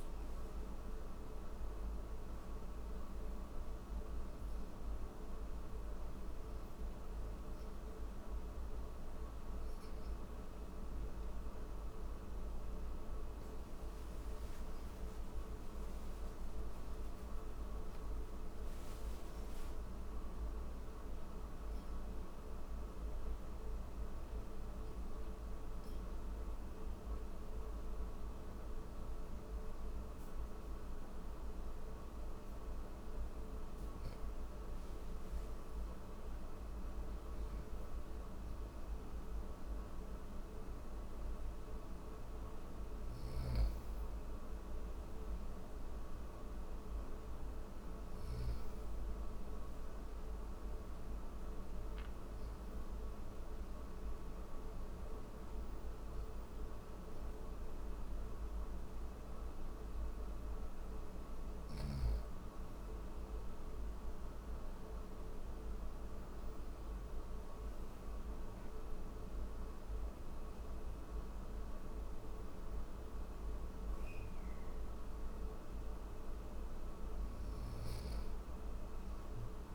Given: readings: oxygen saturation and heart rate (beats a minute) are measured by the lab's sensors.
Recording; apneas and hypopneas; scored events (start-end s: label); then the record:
breathing in sleep, hard to hear, by a room microphone; none
42.00-47.50 s: snoring (device-marked)
From the record:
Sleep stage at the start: N3 (deep sleep); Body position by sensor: on the right side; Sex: male